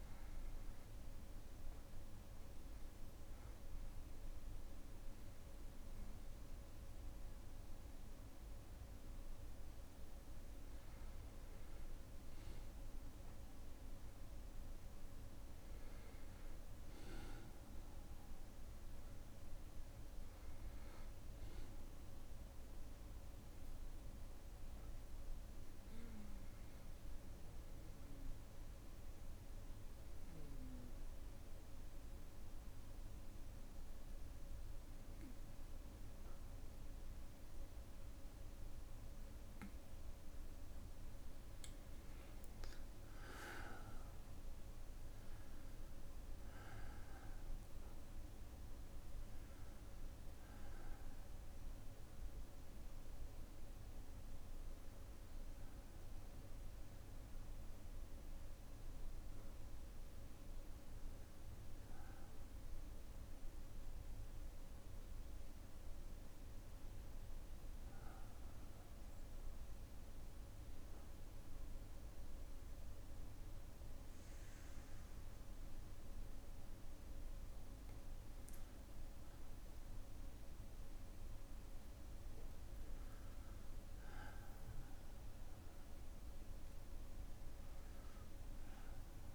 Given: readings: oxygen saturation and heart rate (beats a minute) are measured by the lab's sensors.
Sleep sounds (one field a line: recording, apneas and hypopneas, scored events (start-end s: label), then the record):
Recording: breathing in sleep, hard to hear, by a room microphone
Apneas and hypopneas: 2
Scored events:
17.50-21.00 s: arousal
23.50-39.50 s: bradycardia (device-marked, heart rate 66 before, 58 extreme)
25.00-41.00 s: obstructive apnea (oxygen 96% before, 93% lowest, heart rate 61 before, 58 extreme, up 4 after)
43.00-47.00 s: arousal
46.50-68.50 s: oxygen desaturation (device-marked, oxygen 97% before, 93% lowest, heart rate 59 before, 58 extreme)
52.50-76.50 s: bradycardia (device-marked, heart rate 66 before, 58 extreme)
69.50-80.00 s: obstructive apnea (oxygen 97% before, 93% lowest, heart rate 59 before, 57 extreme, up 3 after)
81.50-86.50 s: arousal
From the record:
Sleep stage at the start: N1 (lightest sleep)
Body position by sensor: on the back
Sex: male